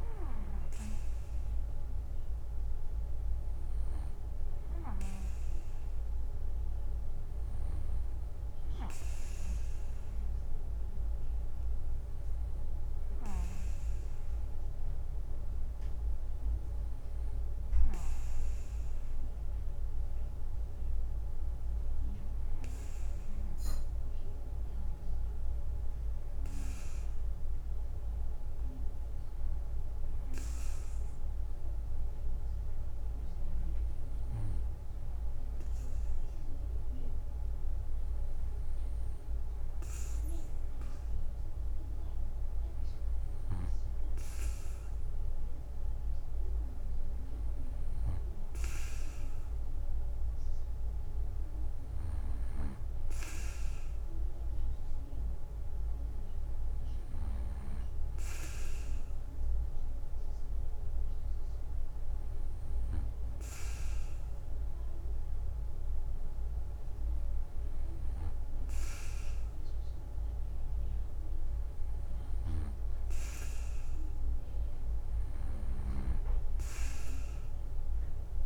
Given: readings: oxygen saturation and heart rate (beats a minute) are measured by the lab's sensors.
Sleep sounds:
breathing in sleep by a room microphone; none
52.00-63.00 s: snoring (device-marked)
72.00-78.46 s: snoring (device-marked)
From the record:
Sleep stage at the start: N2 (light sleep); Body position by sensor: on the back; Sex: male

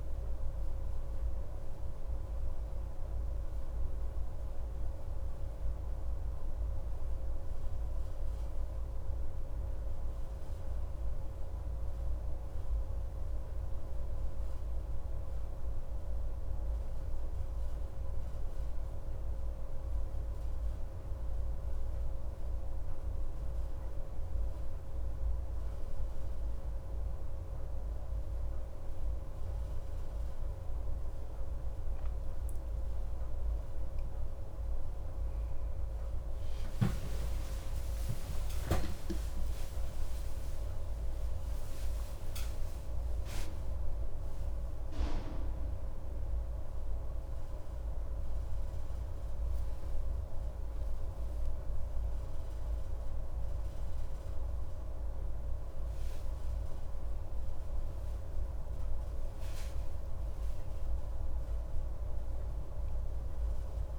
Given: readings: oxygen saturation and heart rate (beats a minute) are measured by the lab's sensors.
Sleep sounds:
a person awake in a sleep study, hard to hear, by a room microphone; none
29.50-63.99 s: new sleep stage, awake
From the record:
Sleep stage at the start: N2 (light sleep); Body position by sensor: on the back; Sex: male

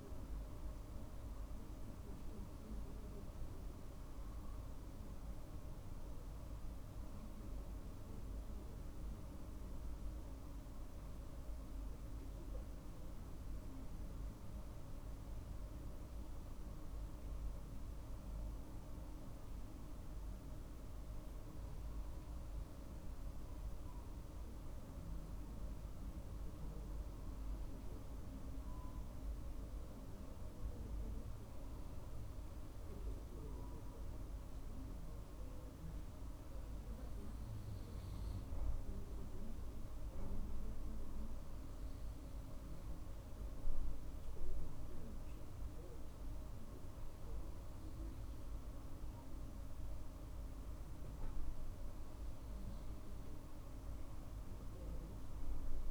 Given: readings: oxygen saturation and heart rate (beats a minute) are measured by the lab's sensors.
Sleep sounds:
breathing in sleep, hard to hear, by a room microphone; none
3.00-7.50 s: arousal
From the record:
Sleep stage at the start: N2 (light sleep); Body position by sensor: on the right side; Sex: male

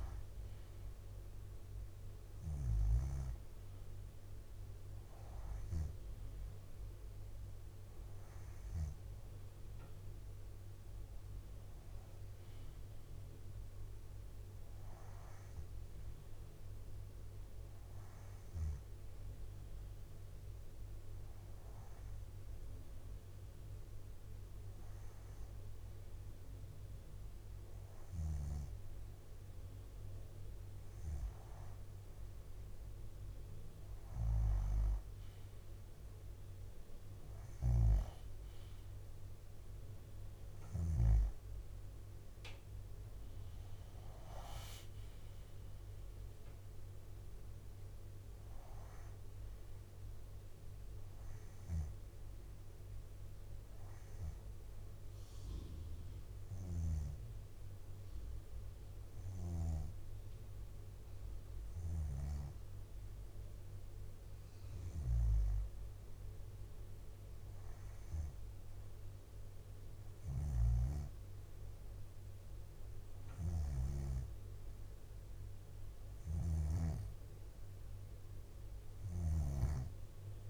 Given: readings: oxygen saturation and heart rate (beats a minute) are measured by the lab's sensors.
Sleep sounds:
breathing in sleep by a room microphone; 1
0.00-3.00 s: snoring (device-marked)
5.50-7.50 s: bradycardia (device-marked, heart rate 63 before, 63 extreme)
7.50-80.50 s: new sleep stage, N2 (light sleep)
20.50-22.50 s: bradycardia (device-marked, heart rate 63 before, 62 extreme)
29.50-31.50 s: bradycardia (device-marked, heart rate 63 before, 62 extreme)
31.00-32.00 s: leg movement (device-marked)
34.00-36.00 s: leg movement (device-marked)
37.50-41.00 s: snoring (device-marked)
40.00-45.50 s: arousal
40.50-42.50 s: leg movement (device-marked)
43.50-49.50 s: leg movement (device-marked)
43.50-65.50 s: drop in pulse transit time (device-marked, heart rate 62 before, 62 extreme)
53.00-63.50 s: hypopnea (oxygen 94% before, 93% lowest, heart rate 63 before, 58 extreme, up 5 after)
56.50-62.00 s: snoring (device-marked)
65.00-67.00 s: leg movement (device-marked)
65.50-68.00 s: arousal
66.50-68.50 s: bradycardia (device-marked, heart rate 63 before, 61 extreme)
68.00-69.00 s: leg movement (device-marked)
70.00-80.50 s: snoring (device-marked)
78.50-80.50 s: leg movement (device-marked)
From the record:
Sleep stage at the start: REM sleep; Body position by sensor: on the back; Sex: female

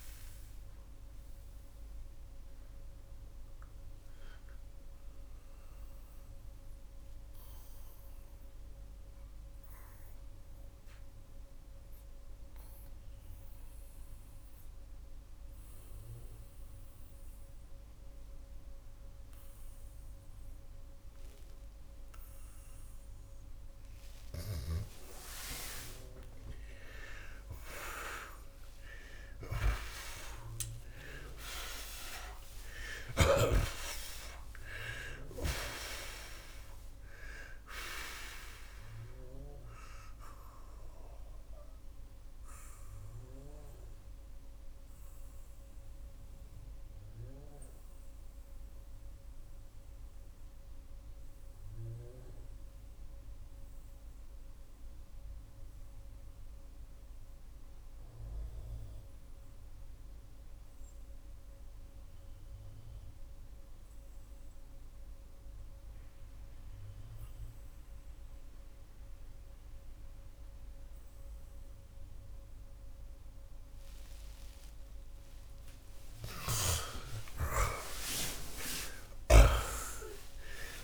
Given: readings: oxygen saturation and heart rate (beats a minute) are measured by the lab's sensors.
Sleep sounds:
breathing in sleep by a room microphone; 2
0.00-31.50 s: oxygen desaturation (device-marked, oxygen 79% lowest)
1.00-24.00 s: obstructive apnea (oxygen 94% before, 79% lowest)
26.00-30.00 s: arousal
40.50-65.50 s: oxygen desaturation (device-marked, oxygen 94% before, 81% lowest)
41.00-75.50 s: obstructive apnea (oxygen 94% before, 76% lowest)
76.00-79.50 s: snoring (device-marked)
76.50-80.50 s: arousal
From the record:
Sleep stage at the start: N2 (light sleep); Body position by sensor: on the back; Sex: male

